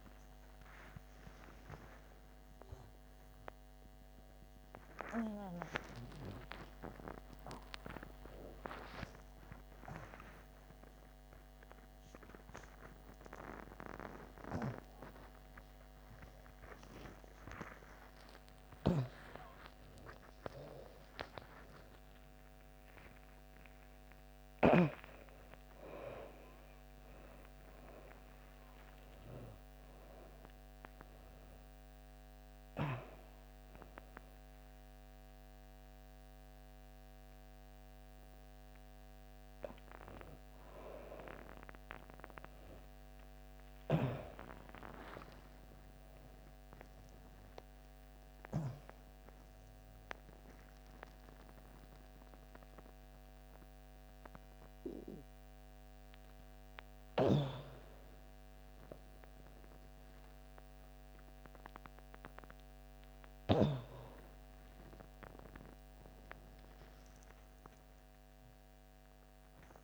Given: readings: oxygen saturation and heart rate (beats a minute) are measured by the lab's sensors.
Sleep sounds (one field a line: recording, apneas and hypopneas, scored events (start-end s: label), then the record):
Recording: a person awake in a sleep study, by a microphone on the trachea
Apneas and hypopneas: none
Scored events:
none scored
From the record:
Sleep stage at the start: awake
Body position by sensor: upright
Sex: female